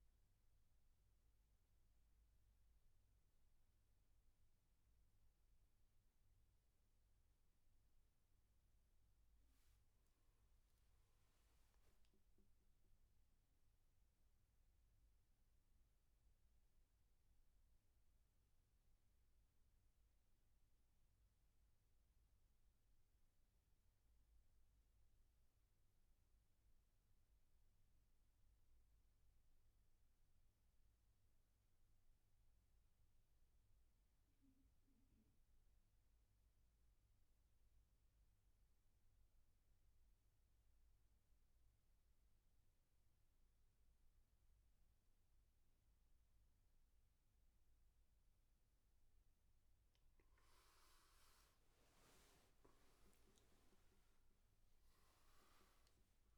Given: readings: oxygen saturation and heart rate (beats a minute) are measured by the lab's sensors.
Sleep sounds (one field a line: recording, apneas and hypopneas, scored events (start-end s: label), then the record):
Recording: breathing in sleep, hard to hear, by a room microphone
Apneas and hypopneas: 1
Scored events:
0.00-10.00 s: oxygen desaturation (device-marked, oxygen 90% lowest, heart rate 61 extreme)
12.50-48.50 s: mixed apnea (oxygen 96% before, 87% lowest, heart rate 75 before, 63 extreme, up 18 after)
37.00-56.38 s: oxygen desaturation (device-marked, oxygen 99% before, 87% lowest, heart rate 68 before, 63 extreme)
50.00-56.00 s: arousal
From the record:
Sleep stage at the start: N2 (light sleep)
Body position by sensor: on the back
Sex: male